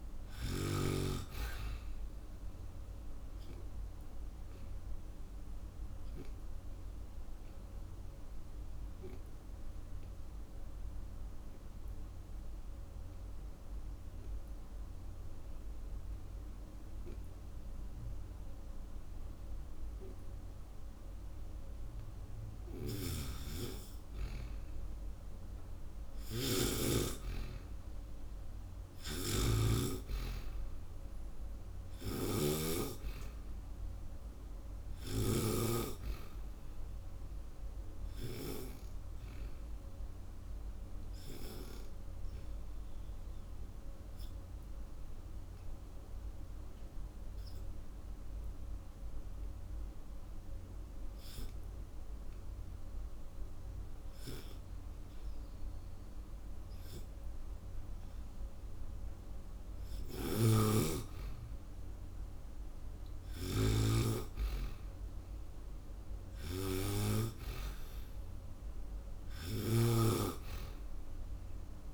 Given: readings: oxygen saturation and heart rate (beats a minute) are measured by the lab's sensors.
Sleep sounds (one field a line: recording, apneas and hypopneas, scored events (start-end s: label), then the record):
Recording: breathing in sleep by a room microphone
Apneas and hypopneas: 2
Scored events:
3.50-26.50 s: oxygen desaturation (device-marked, oxygen 96% before, 91% lowest)
5.00-22.00 s: obstructive apnea (oxygen 96% before, 91% lowest)
22.50-29.50 s: snoring (device-marked)
24.00-27.00 s: arousal
31.50-35.00 s: snoring (device-marked)
31.50-55.50 s: oxygen desaturation (device-marked, oxygen 97% before, 91% lowest)
38.50-56.50 s: obstructive apnea (oxygen 97% before, 91% lowest)
59.00-61.50 s: arousal
59.50-71.94 s: snoring (device-marked)
From the record:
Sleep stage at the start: N2 (light sleep)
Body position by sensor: on the back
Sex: female